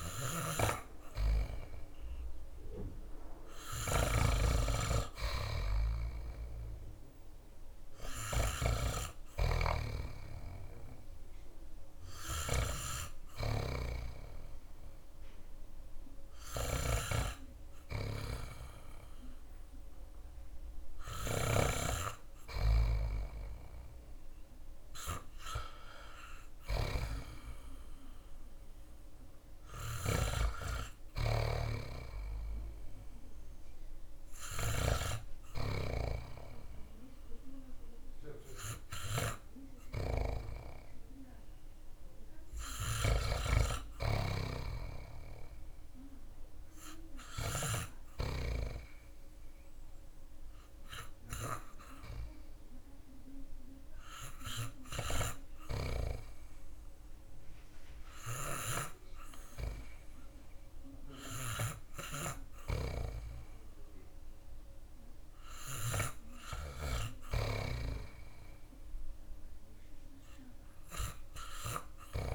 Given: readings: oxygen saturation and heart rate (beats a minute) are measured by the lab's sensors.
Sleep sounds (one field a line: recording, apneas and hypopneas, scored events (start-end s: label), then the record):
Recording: breathing in sleep by a room microphone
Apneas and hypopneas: 2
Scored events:
1.00-72.35 s: new sleep stage, N2 (light sleep)
3.00-13.00 s: snoring (device-marked)
12.00-28.00 s: oxygen desaturation (device-marked, oxygen 94% before, 89% lowest)
13.50-26.00 s: hypopnea (oxygen 95% before, 89% lowest)
27.00-30.50 s: arousal
29.00-34.00 s: snoring (device-marked)
42.00-47.00 s: snoring (device-marked)
46.00-61.50 s: hypopnea (oxygen 96% before, 94% lowest)
64.50-68.50 s: arousal
From the record:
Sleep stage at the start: REM sleep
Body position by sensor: on the back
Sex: male